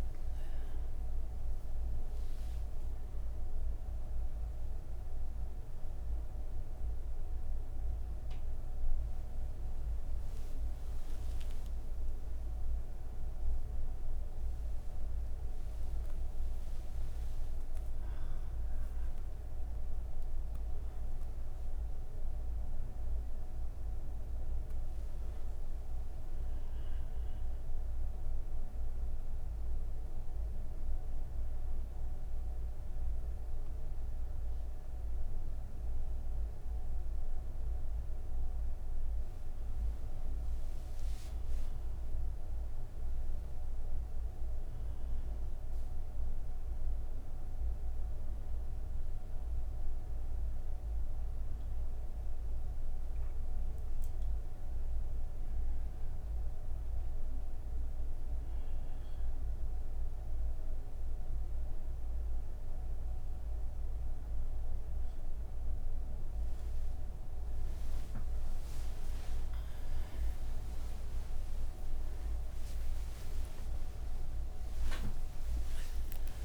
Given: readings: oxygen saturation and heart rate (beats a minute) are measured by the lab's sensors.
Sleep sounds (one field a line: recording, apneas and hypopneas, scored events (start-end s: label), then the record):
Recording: breathing in sleep, hard to hear, by a room microphone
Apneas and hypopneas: 1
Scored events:
28.00-40.50 s: obstructive apnea (oxygen 98% before, 94% lowest, heart rate 65 before, 38 extreme, up 38 after)
From the record:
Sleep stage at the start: N1 (lightest sleep)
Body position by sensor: on the back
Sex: female